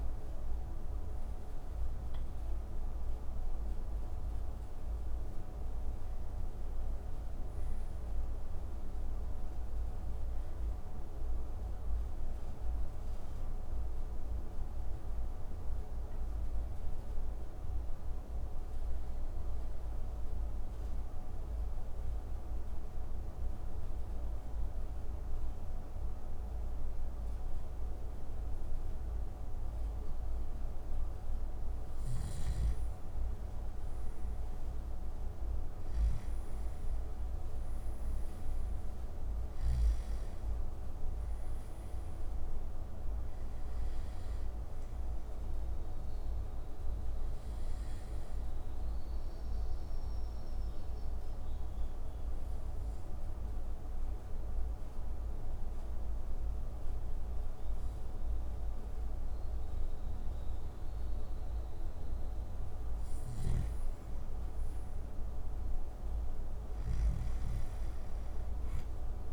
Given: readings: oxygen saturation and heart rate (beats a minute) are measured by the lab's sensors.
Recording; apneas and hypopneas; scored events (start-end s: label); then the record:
breathing in sleep, hard to hear, by a room microphone; 2
19.00-30.50 s: central apnea (oxygen 95% before, 91% lowest)
36.50-40.50 s: arousal
38.50-61.50 s: oxygen desaturation (device-marked, oxygen 97% before, 91% lowest)
48.50-61.00 s: obstructive apnea (oxygen 97% before, 91% lowest)
62.50-66.50 s: snoring (device-marked)
64.50-68.00 s: arousal
From the record:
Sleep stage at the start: N2 (light sleep); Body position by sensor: on the back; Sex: male